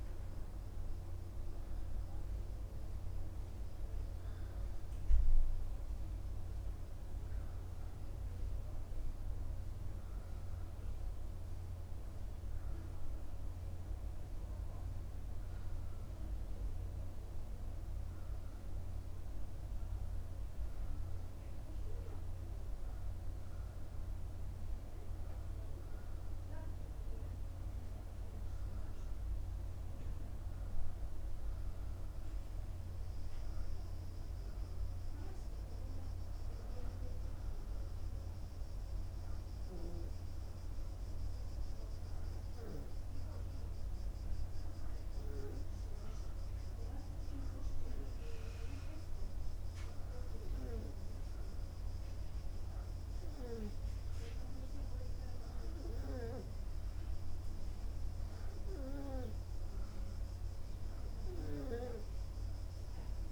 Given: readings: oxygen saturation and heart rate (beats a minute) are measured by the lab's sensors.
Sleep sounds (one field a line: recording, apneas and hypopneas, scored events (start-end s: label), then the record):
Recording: breathing in sleep by a room microphone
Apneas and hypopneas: none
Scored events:
none scored
From the record:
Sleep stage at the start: N2 (light sleep)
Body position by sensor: upright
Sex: male